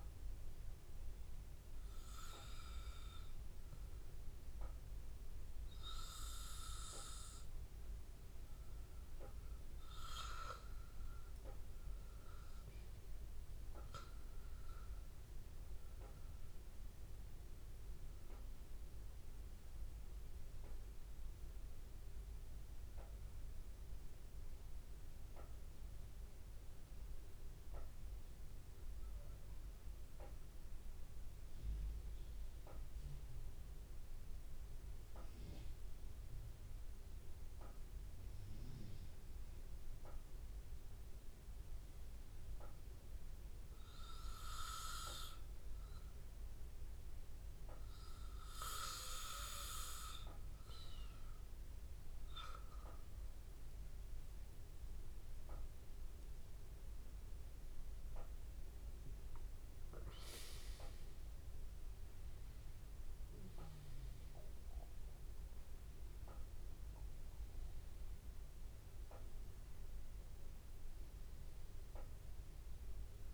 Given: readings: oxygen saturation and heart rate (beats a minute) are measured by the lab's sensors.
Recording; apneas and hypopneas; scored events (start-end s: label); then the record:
breathing in sleep by a room microphone; 1
19.00-23.00 s: arousal
33.00-47.50 s: mixed apnea (oxygen 97% before, 94% lowest, heart rate 85 before, 83 extreme, up 1 after)
49.00-53.50 s: arousal
49.50-62.50 s: oxygen desaturation (device-marked, oxygen 97% before, 94% lowest, heart rate 85 before, 83 extreme)
58.00-60.00 s: long interval between heartbeats (device-marked, heart rate 84 before, 85 extreme)
From the record:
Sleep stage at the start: N2 (light sleep); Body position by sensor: on the back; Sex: male